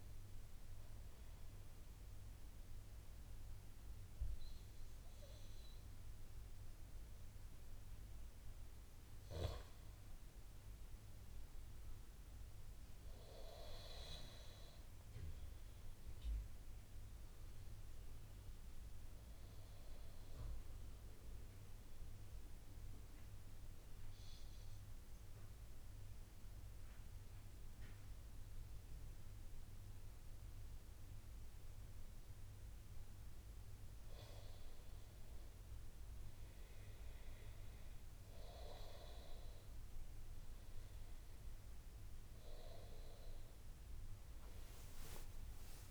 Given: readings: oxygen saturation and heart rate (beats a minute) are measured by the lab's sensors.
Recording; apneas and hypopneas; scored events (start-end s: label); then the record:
breathing in sleep by a room microphone; 1
16.00-19.50 s: arousal
22.00-33.50 s: obstructive apnea (oxygen 95% before, 92% lowest)
44.50-45.91 s: arousal
From the record:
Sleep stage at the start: N1 (lightest sleep); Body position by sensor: on the back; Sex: male